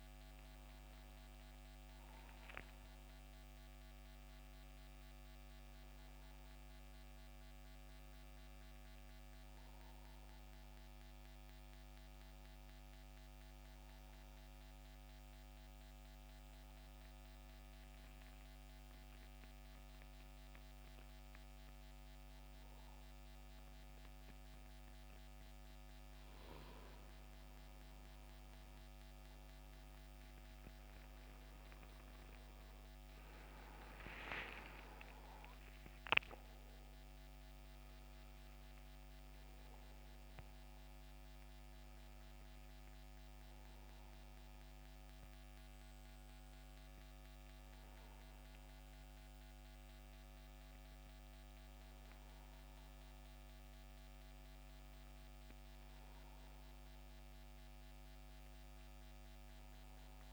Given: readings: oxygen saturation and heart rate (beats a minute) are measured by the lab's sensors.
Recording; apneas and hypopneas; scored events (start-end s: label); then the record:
breathing in sleep, hard to hear, by a microphone on the trachea; 1
0.00-2.50 s: oxygen desaturation (device-marked, oxygen 91% lowest, heart rate 74 extreme)
7.50-12.00 s: arousal
14.00-26.50 s: hypopnea (oxygen 94% before, 90% lowest, heart rate 82 before, 74 extreme, up 13 after)
28.00-33.50 s: arousal
37.50-59.50 s: oxygen desaturation (device-marked, oxygen 93% before, 90% lowest, heart rate 79 before, 77 extreme)
From the record:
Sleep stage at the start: N2 (light sleep); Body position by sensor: on the back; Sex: male